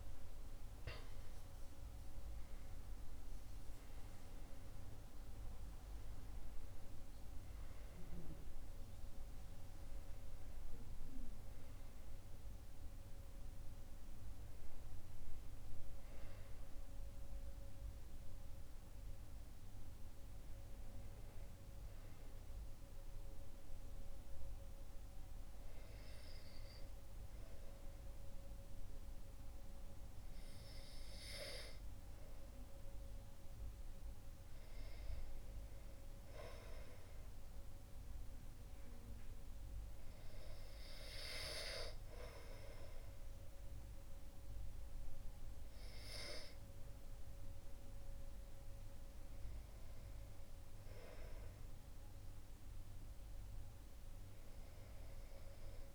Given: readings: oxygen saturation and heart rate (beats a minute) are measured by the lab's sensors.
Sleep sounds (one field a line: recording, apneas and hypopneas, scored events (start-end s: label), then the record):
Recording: a person partly awake in a sleep study, by a room microphone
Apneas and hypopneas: none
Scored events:
2.50-55.95 s: new sleep stage, N1 (lightest sleep)
From the record:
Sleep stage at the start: awake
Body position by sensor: on the back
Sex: male